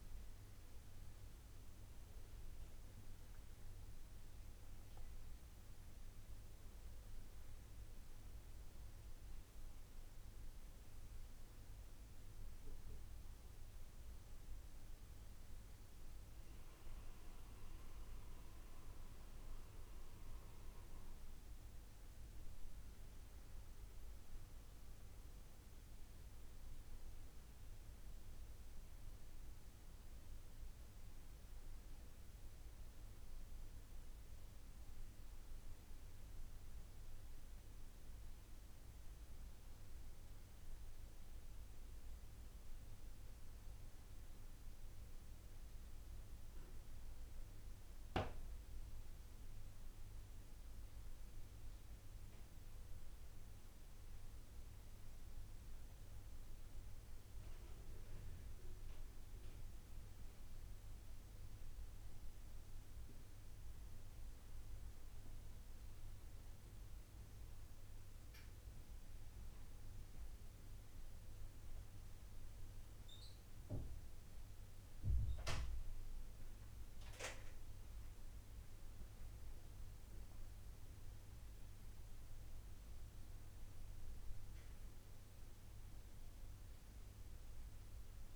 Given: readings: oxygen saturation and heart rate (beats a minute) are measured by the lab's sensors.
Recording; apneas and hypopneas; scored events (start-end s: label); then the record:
breathing in sleep, hard to hear, by a room microphone; none
none scored
From the record:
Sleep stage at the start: N2 (light sleep); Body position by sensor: on the back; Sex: male